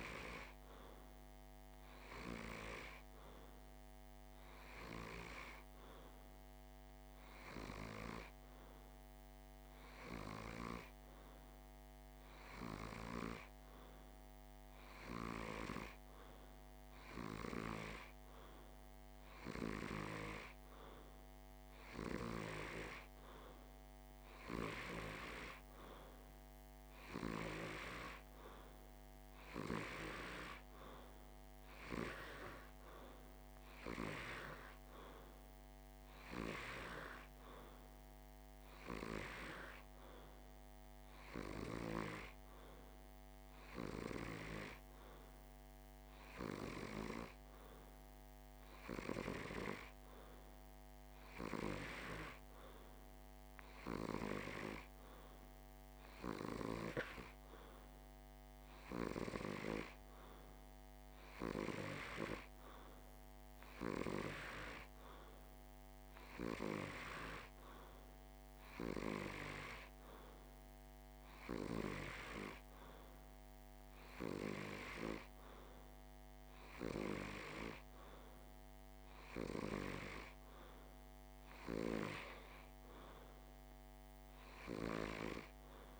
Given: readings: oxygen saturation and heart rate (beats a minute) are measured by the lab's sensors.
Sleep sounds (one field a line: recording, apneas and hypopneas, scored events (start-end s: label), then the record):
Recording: breathing in sleep by a microphone on the trachea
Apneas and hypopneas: none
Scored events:
none scored
From the record:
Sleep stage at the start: N2 (light sleep)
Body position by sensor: on the back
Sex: male